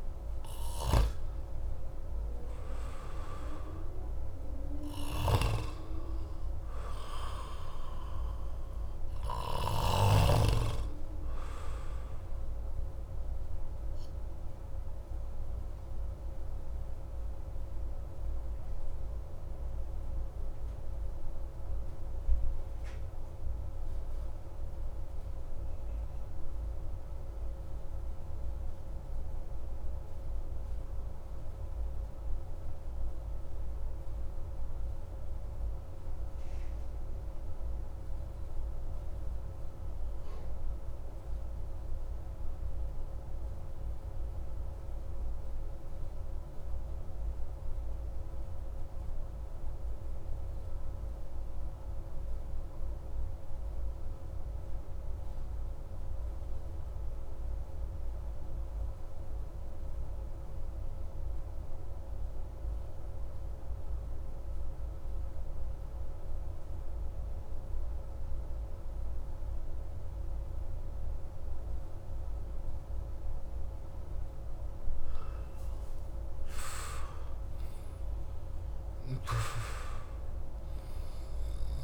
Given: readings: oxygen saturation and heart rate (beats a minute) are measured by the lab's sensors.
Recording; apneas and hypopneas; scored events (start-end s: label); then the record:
breathing in sleep by a room microphone; 1
0.00-1.00 s: arousal
0.00-9.00 s: oxygen desaturation (device-marked, oxygen 92% lowest)
13.50-73.50 s: obstructive apnea (oxygen 96% before, 87% lowest)
16.00-35.00 s: oxygen desaturation (device-marked, oxygen 93% before, 90% lowest)
67.00-81.84 s: oxygen desaturation (device-marked, oxygen 97% before, 87% lowest)
75.00-79.00 s: arousal
From the record:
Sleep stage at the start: N2 (light sleep); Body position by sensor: on the back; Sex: male